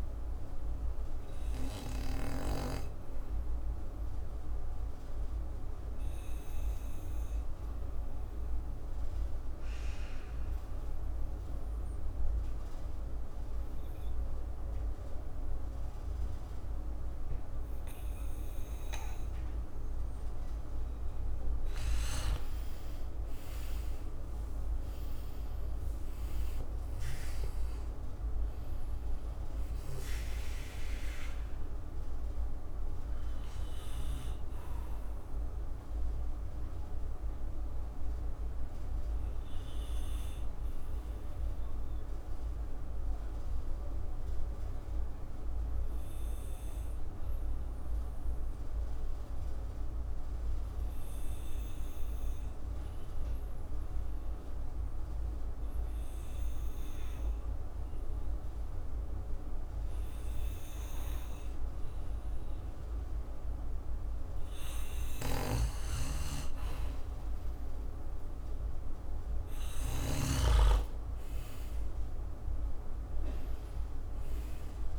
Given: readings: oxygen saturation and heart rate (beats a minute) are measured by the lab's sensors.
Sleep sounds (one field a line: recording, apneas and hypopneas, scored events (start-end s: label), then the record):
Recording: breathing in sleep by a room microphone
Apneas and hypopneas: 2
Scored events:
0.00-2.50 s: snoring (device-marked)
1.00-20.00 s: oxygen desaturation (device-marked, oxygen 98% before, 93% lowest, heart rate 60 before, 58 extreme)
2.50-20.00 s: obstructive apnea (oxygen 99% before, 91% lowest, heart rate 60 before, 58 extreme, up 6 after)
21.50-26.50 s: arousal
35.00-63.50 s: obstructive apnea (oxygen 97% before, 91% lowest, heart rate 63 before, 55 extreme, up 5 after)
41.00-50.00 s: oxygen desaturation (device-marked, oxygen 95% before, 91% lowest, heart rate 64 before, 56 extreme)
66.00-70.50 s: snoring (device-marked)
68.50-72.50 s: arousal
71.00-74.99 s: oxygen desaturation (device-marked, oxygen 97% before, 94% lowest, heart rate 58 before, 55 extreme)
From the record:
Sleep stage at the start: N2 (light sleep)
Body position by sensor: on the back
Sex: male